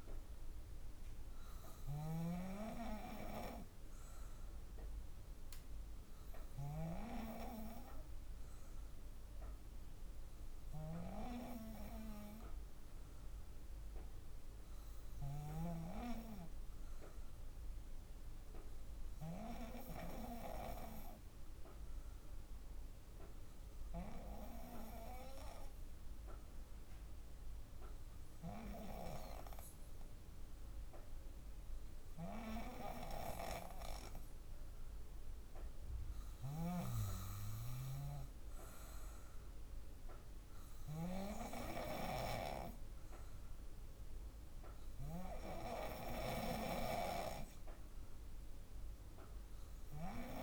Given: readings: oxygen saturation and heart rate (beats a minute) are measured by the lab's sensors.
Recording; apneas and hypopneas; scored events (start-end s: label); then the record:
breathing in sleep by a room microphone; none
0.00-6.50 s: snoring (device-marked)
36.00-41.00 s: snoring (device-marked)
From the record:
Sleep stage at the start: N2 (light sleep); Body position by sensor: on the back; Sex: female